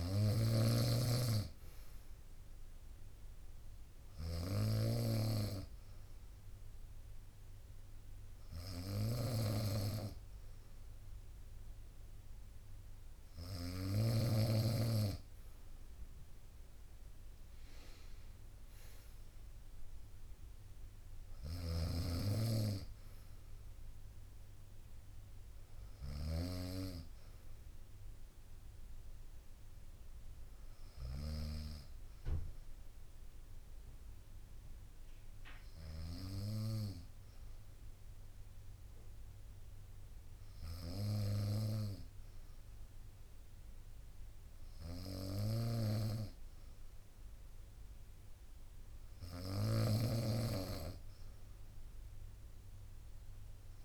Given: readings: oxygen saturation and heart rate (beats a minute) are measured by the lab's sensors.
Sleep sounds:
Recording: breathing in sleep by a room microphone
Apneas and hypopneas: none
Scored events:
0.00-13.50 s: snoring (device-marked)
0.00-18.50 s: oxygen desaturation (device-marked, oxygen 94% lowest, heart rate 60 extreme)
21.00-53.85 s: snoring (device-marked)
51.50-53.85 s: drop in pulse transit time (device-marked, heart rate 62 before, 63 extreme)
From the record:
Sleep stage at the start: N2 (light sleep)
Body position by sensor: on the right side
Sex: female

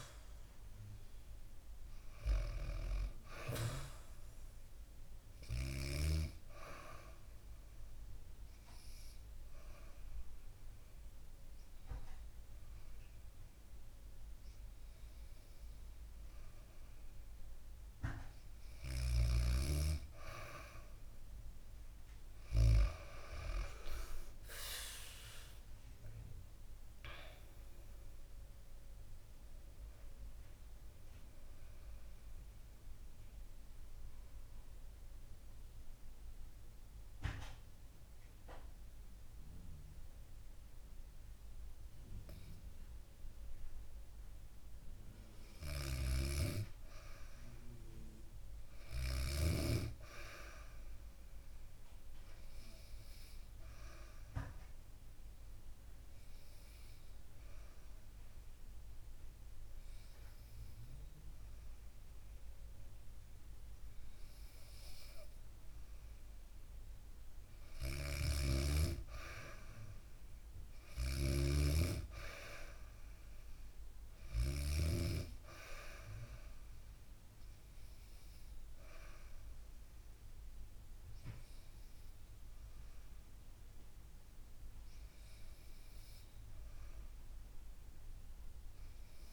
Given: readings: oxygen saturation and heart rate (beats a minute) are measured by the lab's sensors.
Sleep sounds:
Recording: breathing in sleep by a room microphone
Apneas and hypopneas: 3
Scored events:
3.00-18.00 s: oxygen desaturation (device-marked, oxygen 97% before, 94% lowest, heart rate 64 before, 57 extreme)
4.50-18.00 s: hypopnea (oxygen 97% before, 93% lowest, heart rate 64 before, 57 extreme, up 8 after)
9.00-13.00 s: bradycardia (device-marked, heart rate 64 before, 59 extreme)
18.00-22.00 s: snoring (device-marked)
23.50-27.50 s: arousal
25.00-44.00 s: oxygen desaturation (device-marked, oxygen 98% before, 93% lowest, heart rate 63 before, 57 extreme)
31.00-44.00 s: mixed apnea (oxygen 98% before, 93% lowest, heart rate 65 before, 57 extreme, up 7 after)
34.00-39.00 s: bradycardia (device-marked, heart rate 64 before, 58 extreme)
45.00-49.00 s: snoring (device-marked)
45.50-48.50 s: arousal
48.00-50.00 s: bradycardia (device-marked, heart rate 64 before, 62 extreme)
52.00-65.50 s: hypopnea (oxygen 99% before, 94% lowest, heart rate 62 before, 60 extreme, up 2 after)
55.00-62.00 s: oxygen desaturation (device-marked, oxygen 99% before, 95% lowest, heart rate 61 before, 61 extreme)
67.00-74.00 s: snoring (device-marked)
68.50-72.00 s: arousal
From the record:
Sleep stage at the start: N2 (light sleep)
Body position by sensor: on the back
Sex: female

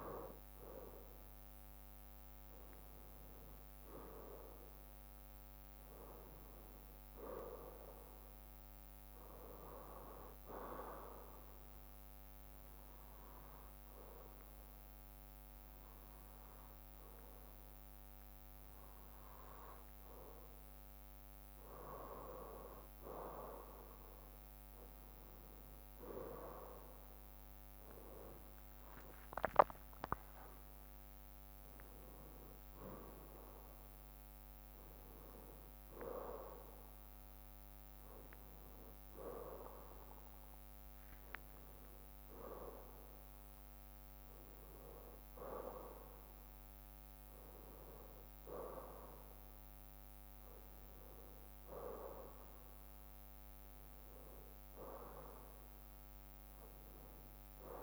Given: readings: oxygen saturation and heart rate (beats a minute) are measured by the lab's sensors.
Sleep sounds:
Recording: breathing in sleep by a microphone on the trachea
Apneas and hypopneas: 1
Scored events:
5.50-8.50 s: arousal
11.50-21.50 s: hypopnea (oxygen 94% before, 92% lowest, heart rate 65 before, 63 extreme, up 6 after)
26.00-30.50 s: arousal
27.00-57.00 s: new sleep stage, N1 (lightest sleep)
57.00-57.83 s: new sleep stage, N2 (light sleep)
From the record:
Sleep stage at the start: N2 (light sleep)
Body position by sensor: on the right side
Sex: male

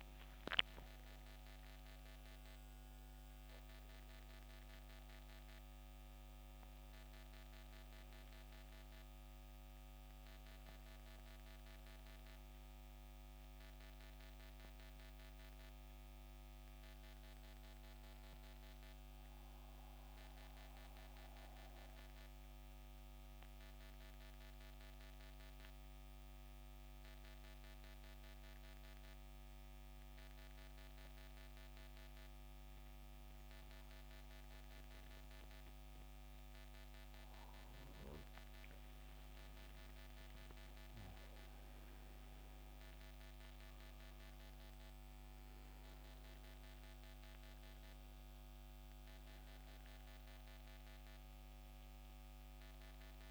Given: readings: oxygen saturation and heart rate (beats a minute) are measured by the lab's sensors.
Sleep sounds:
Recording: breathing in sleep, hard to hear, by a microphone on the trachea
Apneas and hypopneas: 1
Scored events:
0.00-29.50 s: oxygen desaturation (device-marked, oxygen 88% lowest, heart rate 65 extreme)
20.00-36.50 s: mixed apnea (oxygen 91% before, 88% lowest, heart rate 76 before, 65 extreme, up 13 after)
38.00-43.00 s: arousal
46.50-53.31 s: oxygen desaturation (device-marked, oxygen 94% before, 88% lowest, heart rate 70 before, 66 extreme)
From the record:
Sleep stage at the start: N2 (light sleep)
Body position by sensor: on the back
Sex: male

